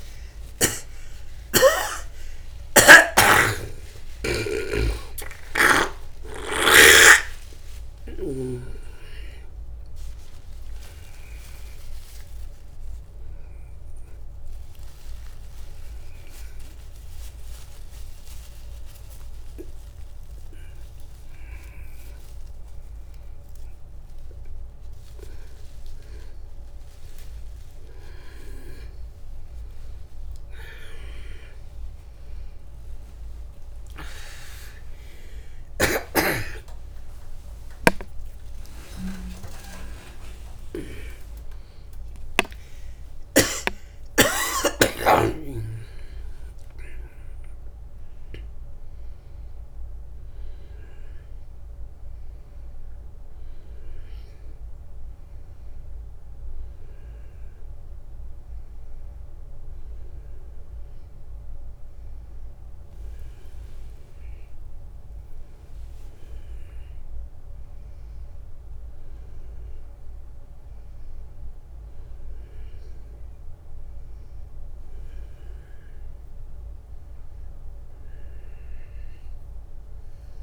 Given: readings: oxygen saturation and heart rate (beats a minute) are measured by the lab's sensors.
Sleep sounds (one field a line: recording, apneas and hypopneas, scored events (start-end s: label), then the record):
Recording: a person awake in a sleep study, by a room microphone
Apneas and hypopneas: none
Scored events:
none scored
From the record:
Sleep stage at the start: awake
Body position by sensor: on the back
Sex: male